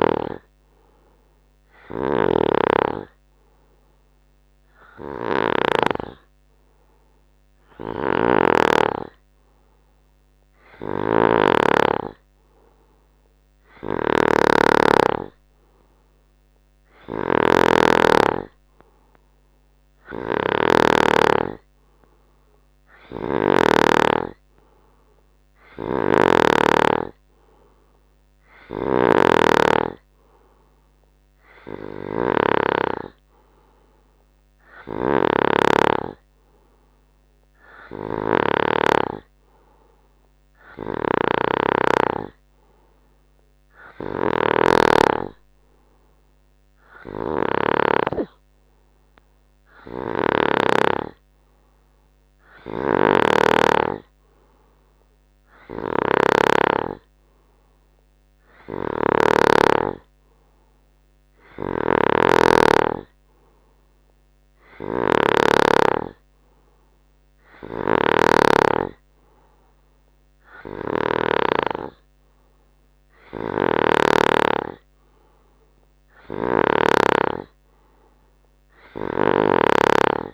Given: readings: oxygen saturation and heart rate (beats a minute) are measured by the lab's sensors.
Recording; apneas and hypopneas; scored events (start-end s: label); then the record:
breathing in sleep by a microphone on the trachea; none
2.00-6.00 s: snoring (device-marked)
8.00-24.00 s: snoring (device-marked)
24.00-38.00 s: oxygen desaturation (device-marked, oxygen 96% before, 93% lowest, heart rate 71 before, 63 extreme)
26.00-48.00 s: snoring (device-marked)
50.00-71.50 s: snoring (device-marked)
73.50-77.00 s: snoring (device-marked)
79.00-80.34 s: snoring (device-marked)
From the record:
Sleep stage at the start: N2 (light sleep); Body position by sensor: on the right side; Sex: male